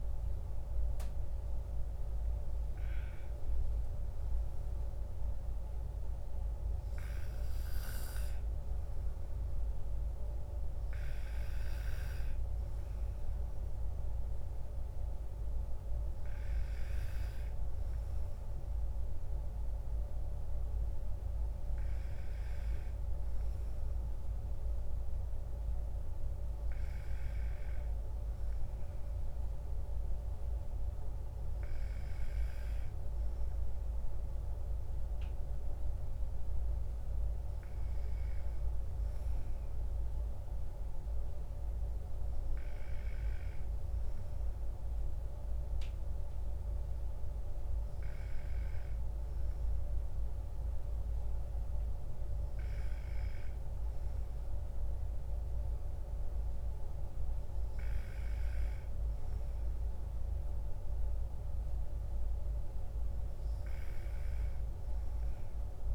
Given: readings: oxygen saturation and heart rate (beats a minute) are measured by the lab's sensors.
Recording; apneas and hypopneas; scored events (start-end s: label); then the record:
breathing in sleep, hard to hear, by a room microphone; none
none scored
From the record:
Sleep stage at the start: N2 (light sleep); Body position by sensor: on the right side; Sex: male